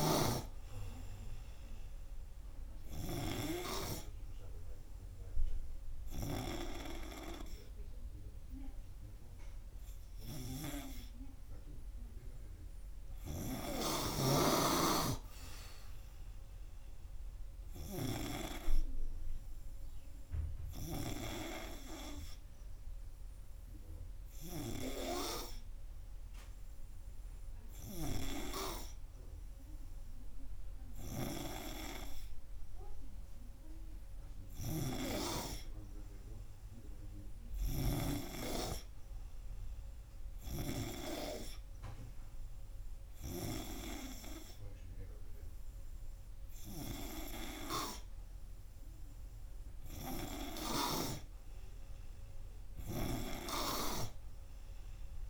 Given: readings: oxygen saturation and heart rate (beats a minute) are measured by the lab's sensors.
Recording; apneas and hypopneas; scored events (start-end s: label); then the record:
breathing in sleep by a room microphone; 1
20.00-33.50 s: obstructive apnea (oxygen 96% before, 95% lowest, heart rate 91 before, 84 extreme, up 7 after)
37.00-40.50 s: arousal
From the record:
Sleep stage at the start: N3 (deep sleep); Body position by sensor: on the front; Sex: male